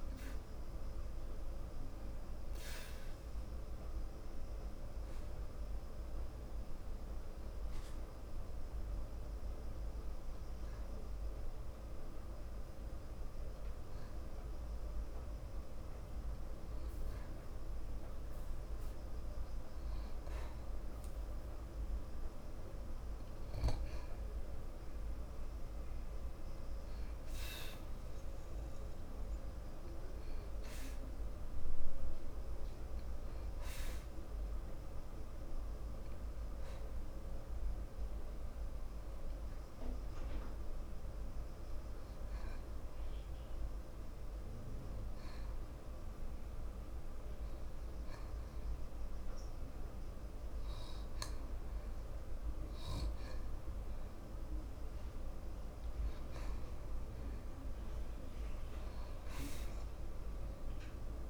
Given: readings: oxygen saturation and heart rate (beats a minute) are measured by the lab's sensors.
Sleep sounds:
breathing in sleep, hard to hear, by a room microphone; 2
0.00-14.00 s: oxygen desaturation (device-marked, oxygen 91% lowest, heart rate 54 extreme)
4.50-19.00 s: hypopnea (oxygen 95% before, 90% lowest, heart rate 55 before, 55 extreme, up 28 after)
24.00-28.00 s: arousal
29.00-42.00 s: oxygen desaturation (device-marked, oxygen 94% before, 91% lowest, heart rate 65 before, 54 extreme)
37.00-56.50 s: obstructive apnea (oxygen 94% before, 90% lowest, heart rate 65 before, 54 extreme, up 1 after)
From the record:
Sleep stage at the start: N2 (light sleep); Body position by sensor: on the back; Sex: male

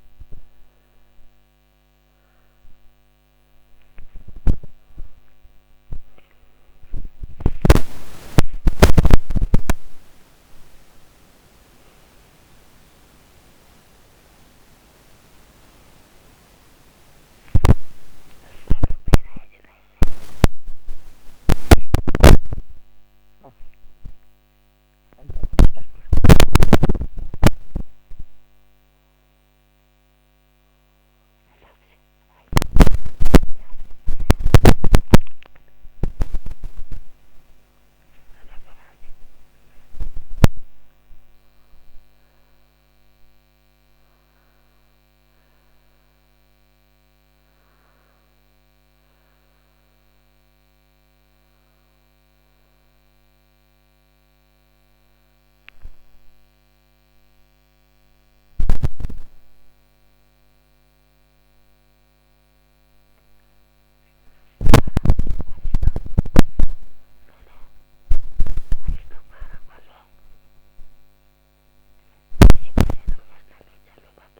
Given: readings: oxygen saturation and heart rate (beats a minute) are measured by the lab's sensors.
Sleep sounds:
a person awake in a sleep study, by a microphone on the trachea; none
none scored
From the record:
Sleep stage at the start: awake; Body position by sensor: on the back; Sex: female

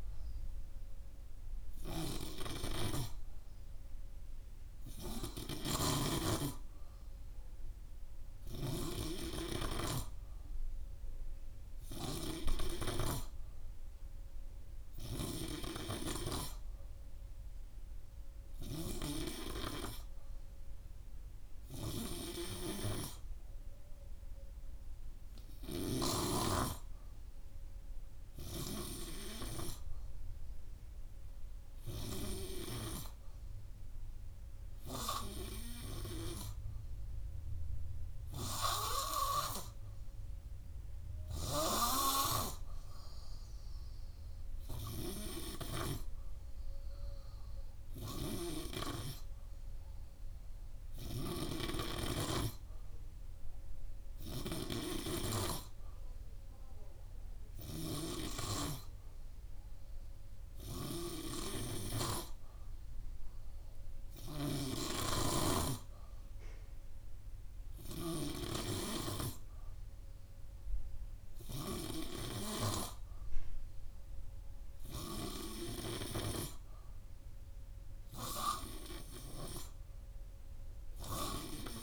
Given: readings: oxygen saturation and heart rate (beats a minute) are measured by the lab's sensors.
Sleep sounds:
breathing in sleep by a room microphone; none
none scored
From the record:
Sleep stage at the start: N3 (deep sleep); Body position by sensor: on the right side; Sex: male

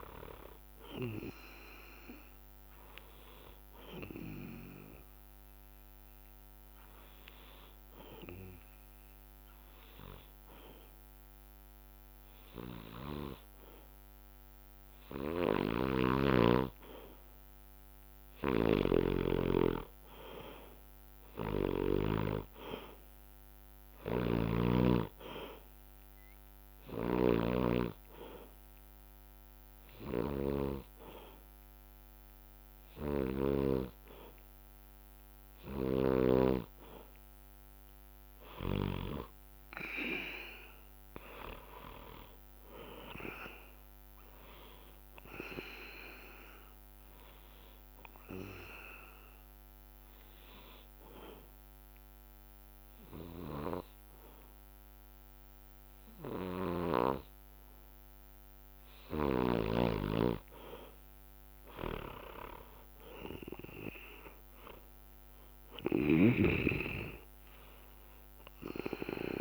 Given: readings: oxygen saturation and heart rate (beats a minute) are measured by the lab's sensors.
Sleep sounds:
breathing in sleep by a microphone on the trachea; 3
4.00-15.00 s: hypopnea (oxygen 97% before, 93% lowest, heart rate 64 before, 61 extreme, up 9 after)
19.00-22.50 s: arousal
23.00-40.00 s: oxygen desaturation (device-marked, oxygen 96% before, 93% lowest, heart rate 65 before, 61 extreme)
23.50-27.00 s: snoring (device-marked)
27.00-37.00 s: hypopnea (oxygen 97% before, 93% lowest, heart rate 65 before, 61 extreme, up 11 after)
36.00-51.00 s: drop in pulse transit time (device-marked, heart rate 65 before, 63 extreme)
41.00-45.00 s: arousal
48.50-58.50 s: obstructive apnea (oxygen 96% before, 93% lowest, heart rate 65 before, 61 extreme, up 8 after)
62.00-66.50 s: arousal
From the record:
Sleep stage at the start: N2 (light sleep); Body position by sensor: on the back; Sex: male

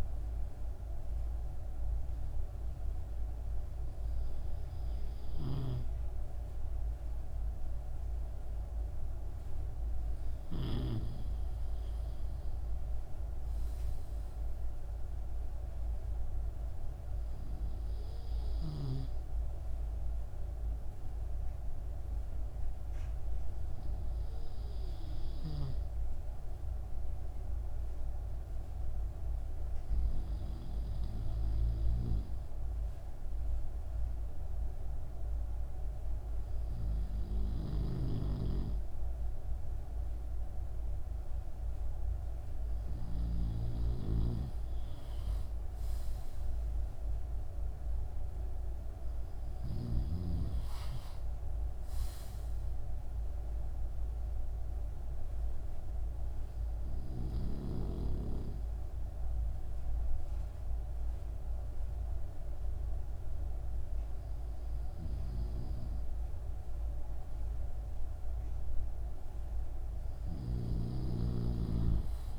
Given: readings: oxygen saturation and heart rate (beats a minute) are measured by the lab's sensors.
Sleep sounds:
breathing in sleep by a room microphone; none
none scored
From the record:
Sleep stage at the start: N2 (light sleep); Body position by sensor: on the left side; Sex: male

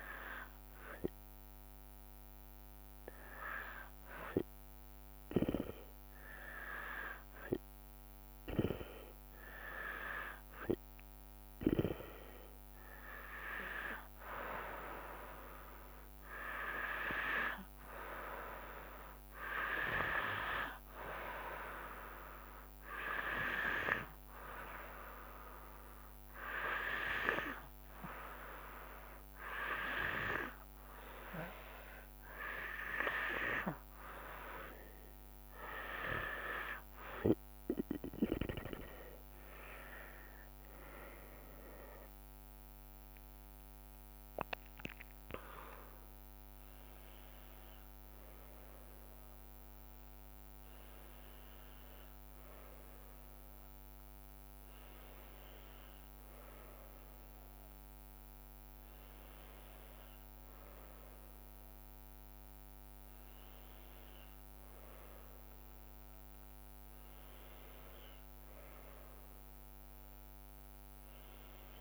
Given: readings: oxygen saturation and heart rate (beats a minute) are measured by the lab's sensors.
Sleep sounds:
breathing in sleep by a microphone on the trachea; 1
22.50-33.00 s: hypopnea (oxygen 97% before, 93% lowest, heart rate 74 before, 69 extreme, up 9 after)
38.00-50.00 s: drop in pulse transit time (device-marked, heart rate 73 before, 75 extreme)
39.50-44.50 s: arousal
55.00-71.81 s: new sleep stage, N1 (lightest sleep)
63.00-71.81 s: drop in pulse transit time (device-marked, heart rate 77 before, 75 extreme)
67.00-71.81 s: tachycardia (device-marked, heart rate 74 before, 159 extreme)
From the record:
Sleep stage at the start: N2 (light sleep); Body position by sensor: on the back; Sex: female

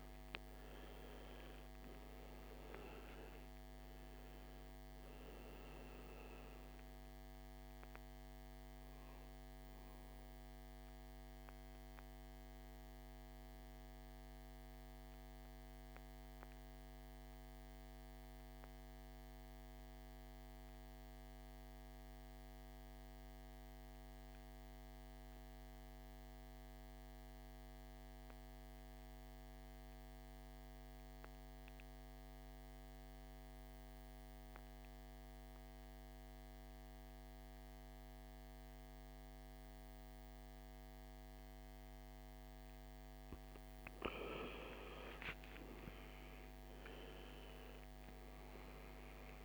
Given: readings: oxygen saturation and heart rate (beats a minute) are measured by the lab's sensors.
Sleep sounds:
breathing in sleep, hard to hear, by a microphone on the trachea; 1
0.00-2.50 s: arousal
0.00-26.50 s: oxygen desaturation (device-marked, oxygen 82% lowest, heart rate 51 extreme)
15.00-42.00 s: obstructive apnea (oxygen 98% before, 81% lowest, heart rate 64 before, 51 extreme, up 21 after)
37.50-49.45 s: oxygen desaturation (device-marked, oxygen 99% before, 81% lowest, heart rate 53 before, 52 extreme)
44.50-49.45 s: arousal
From the record:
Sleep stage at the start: N2 (light sleep); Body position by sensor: on the back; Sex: male

